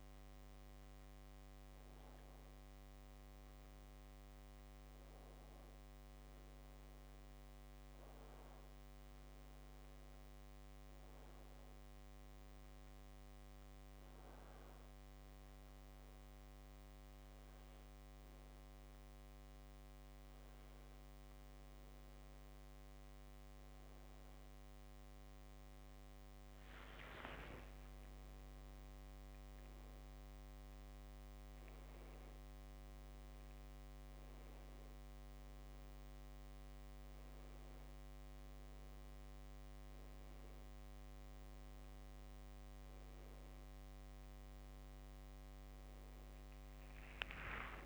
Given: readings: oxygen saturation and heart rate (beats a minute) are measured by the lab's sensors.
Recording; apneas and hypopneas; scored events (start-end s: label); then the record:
a person awake in a sleep study, hard to hear, by a microphone on the trachea; none
none scored
From the record:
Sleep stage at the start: awake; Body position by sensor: on the back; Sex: male